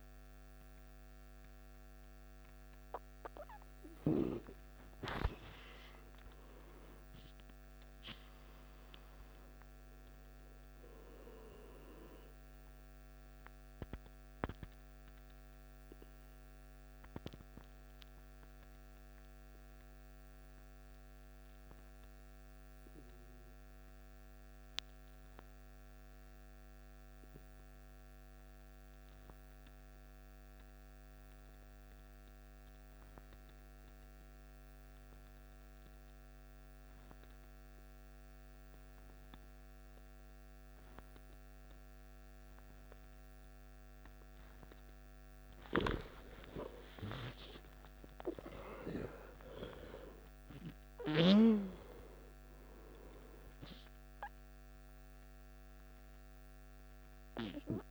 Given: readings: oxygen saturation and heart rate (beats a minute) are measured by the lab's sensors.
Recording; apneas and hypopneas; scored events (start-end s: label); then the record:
breathing in sleep by a microphone on the trachea; 1
0.00-13.50 s: oxygen desaturation (device-marked, oxygen 89% lowest, heart rate 54 extreme)
14.50-44.50 s: obstructive apnea (oxygen 95% before, 89% lowest, heart rate 66 before, 53 extreme, up 17 after)
35.50-57.91 s: oxygen desaturation (device-marked, oxygen 97% before, 89% lowest, heart rate 56 before, 53 extreme)
47.00-51.00 s: arousal
From the record:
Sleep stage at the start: N2 (light sleep); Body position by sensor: on the left side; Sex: male